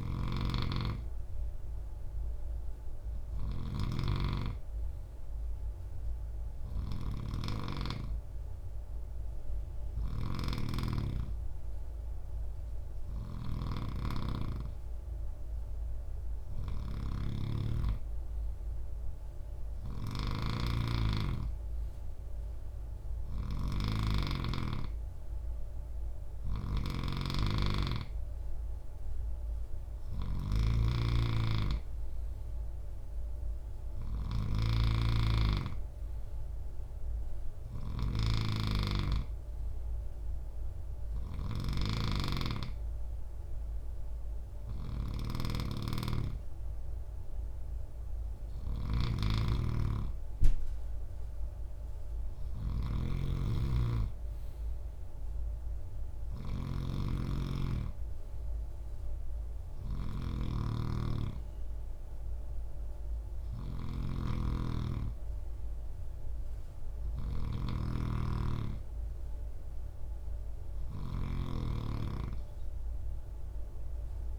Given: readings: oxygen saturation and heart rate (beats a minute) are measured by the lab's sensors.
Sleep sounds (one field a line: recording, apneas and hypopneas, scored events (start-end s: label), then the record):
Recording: breathing in sleep by a room microphone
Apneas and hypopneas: none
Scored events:
0.00-74.39 s: snoring (device-marked)
From the record:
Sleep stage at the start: N3 (deep sleep)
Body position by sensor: on the right side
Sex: male